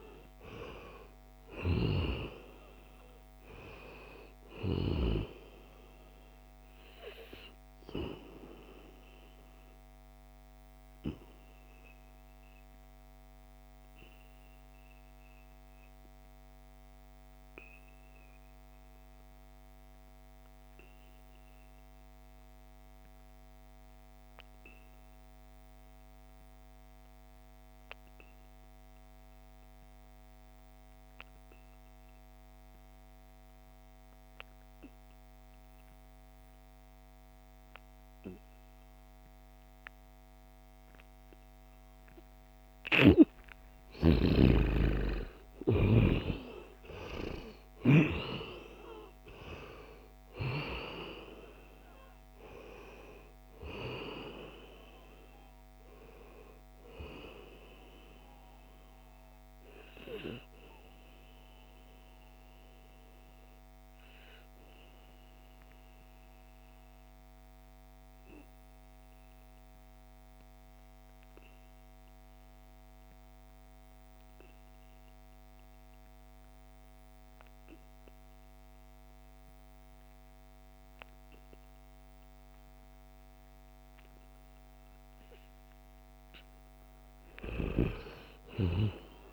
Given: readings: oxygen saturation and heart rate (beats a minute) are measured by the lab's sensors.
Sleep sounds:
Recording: breathing in sleep by a microphone on the trachea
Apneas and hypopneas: 2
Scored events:
0.00-4.50 s: snoring (device-marked)
0.00-19.00 s: oxygen desaturation (device-marked, oxygen 89% lowest, heart rate 66 extreme)
6.00-42.50 s: obstructive apnea (oxygen 97% before, 87% lowest, heart rate 71 before, 66 extreme, up 11 after)
35.00-50.00 s: oxygen desaturation (device-marked, oxygen 97% before, 92% lowest, heart rate 69 before, 66 extreme)
43.50-47.50 s: arousal
52.00-74.00 s: oxygen desaturation (device-marked, oxygen 93% before, 87% lowest, heart rate 69 before, 69 extreme)
62.50-85.00 s: obstructive apnea (oxygen 96% before, 87% lowest, heart rate 77 before, 69 extreme, up 2 after)
87.00-89.32 s: arousal
87.00-89.32 s: snoring (device-marked)
From the record:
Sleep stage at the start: N2 (light sleep)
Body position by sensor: on the back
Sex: male

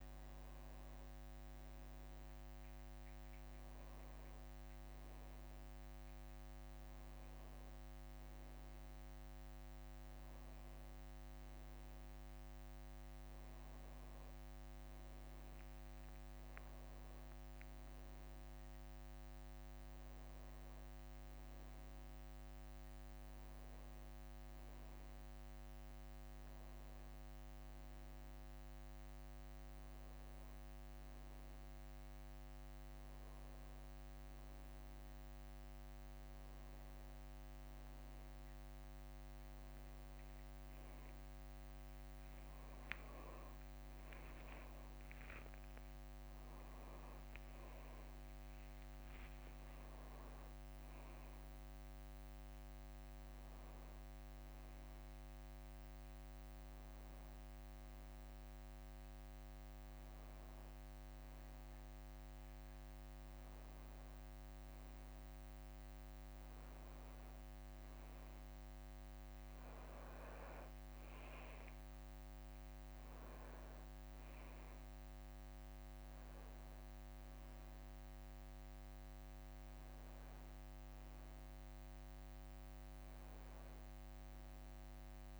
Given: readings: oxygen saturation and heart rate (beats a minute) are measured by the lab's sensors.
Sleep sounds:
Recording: a person awake in a sleep study, hard to hear, by a microphone on the trachea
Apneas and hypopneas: none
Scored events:
15.00-17.00 s: leg movement (device-marked)
42.50-43.50 s: leg movement (device-marked)
46.50-48.50 s: long interval between heartbeats (device-marked, heart rate 63 before, 71 extreme)
60.00-85.40 s: new sleep stage, N2 (light sleep)
70.50-72.50 s: long interval between heartbeats (device-marked, heart rate 64 before, 69 extreme)
From the record:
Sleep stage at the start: awake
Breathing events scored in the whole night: 122 in 4.0 hours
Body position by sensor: on the back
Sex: male

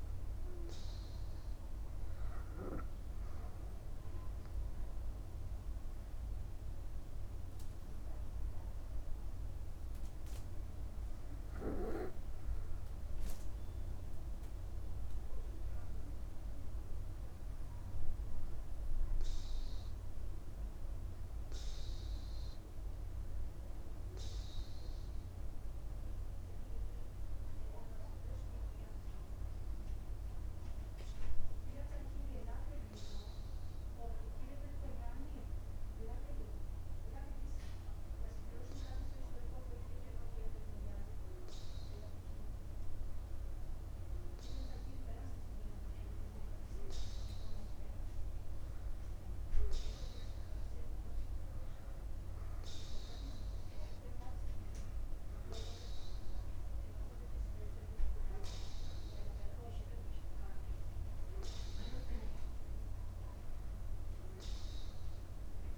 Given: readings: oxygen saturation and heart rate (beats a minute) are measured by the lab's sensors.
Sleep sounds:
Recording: breathing in sleep by a room microphone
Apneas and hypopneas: 1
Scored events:
22.00-26.50 s: arousal
29.00-43.50 s: hypopnea (oxygen 91% before, 90% lowest)
46.00-50.50 s: arousal
From the record:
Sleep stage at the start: N2 (light sleep)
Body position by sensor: upright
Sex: male

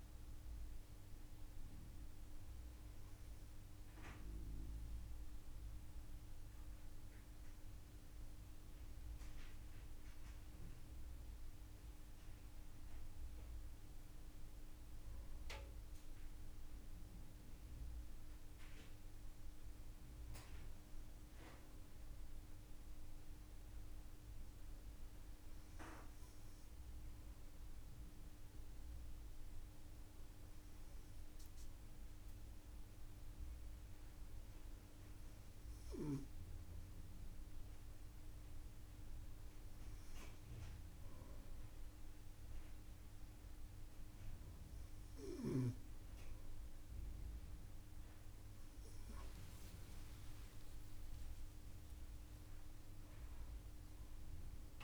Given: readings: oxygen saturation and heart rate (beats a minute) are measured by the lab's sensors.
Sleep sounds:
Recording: breathing in sleep, hard to hear, by a room microphone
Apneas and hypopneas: none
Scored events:
49.50-54.50 s: arousal
From the record:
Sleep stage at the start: N2 (light sleep)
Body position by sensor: on the right side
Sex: female

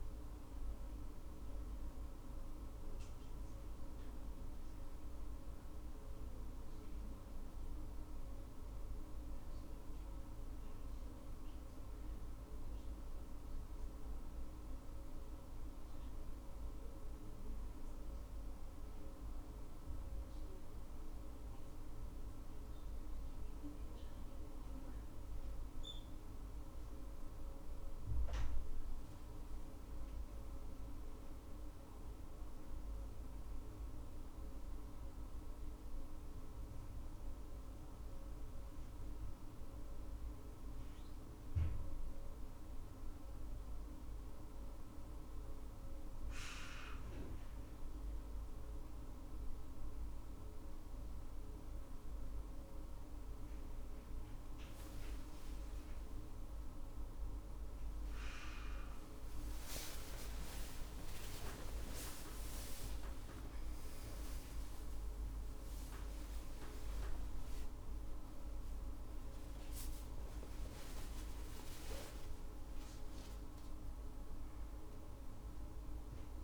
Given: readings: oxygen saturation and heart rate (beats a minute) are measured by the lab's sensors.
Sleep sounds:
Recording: a person partly awake in a sleep study, hard to hear, by a room microphone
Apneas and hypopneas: none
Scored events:
42.00-76.44 s: new sleep stage, awake
From the record:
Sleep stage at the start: N1 (lightest sleep)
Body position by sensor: on the back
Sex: female

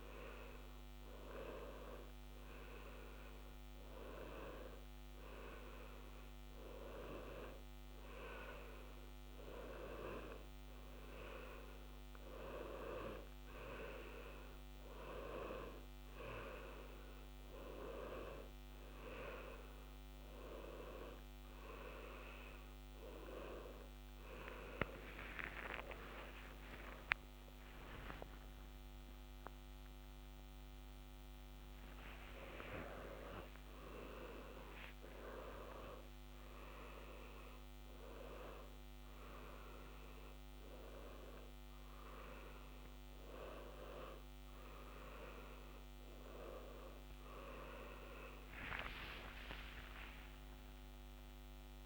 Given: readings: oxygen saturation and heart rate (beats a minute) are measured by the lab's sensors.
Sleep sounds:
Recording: a person partly awake in a sleep study, by a microphone on the trachea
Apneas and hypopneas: none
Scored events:
30.50-51.85 s: new sleep stage, awake
From the record:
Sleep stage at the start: N1 (lightest sleep)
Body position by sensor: on the left side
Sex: male

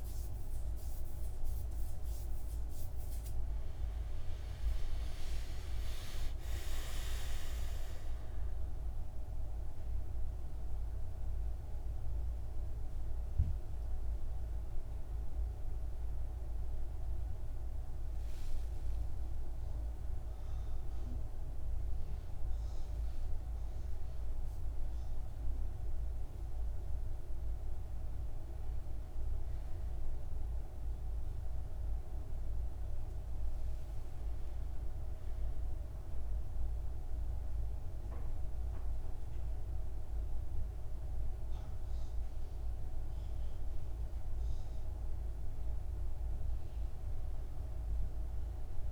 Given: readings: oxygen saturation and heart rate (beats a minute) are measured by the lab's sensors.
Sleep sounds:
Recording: a person awake in a sleep study, hard to hear, by a room microphone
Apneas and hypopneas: none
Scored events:
none scored
From the record:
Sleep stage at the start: awake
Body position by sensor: on the back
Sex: male

